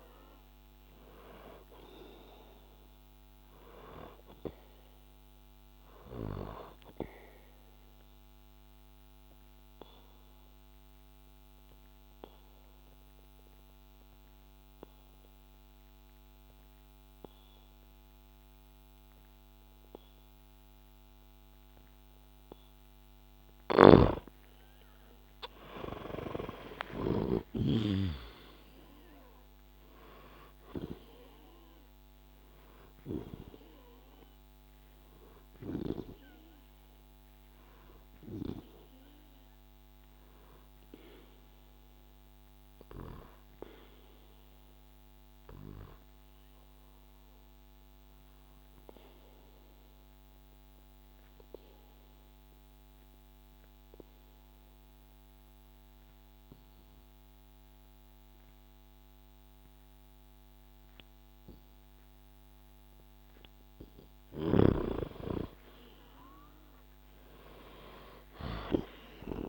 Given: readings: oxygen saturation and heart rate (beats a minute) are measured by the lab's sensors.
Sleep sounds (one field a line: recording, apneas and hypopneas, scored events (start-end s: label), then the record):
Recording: breathing in sleep by a microphone on the trachea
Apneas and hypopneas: 2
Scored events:
5.50-22.50 s: oxygen desaturation (device-marked, oxygen 98% before, 94% lowest, heart rate 63 before, 58 extreme)
6.00-23.00 s: obstructive apnea (oxygen 98% before, 93% lowest, heart rate 63 before, 58 extreme, up 1 after)
25.50-30.50 s: arousal
43.00-64.50 s: obstructive apnea (oxygen 97% before, 92% lowest, heart rate 62 before, 59 extreme, up 1 after)
68.00-69.49 s: arousal
From the record:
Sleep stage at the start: N2 (light sleep)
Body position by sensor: on the back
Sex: male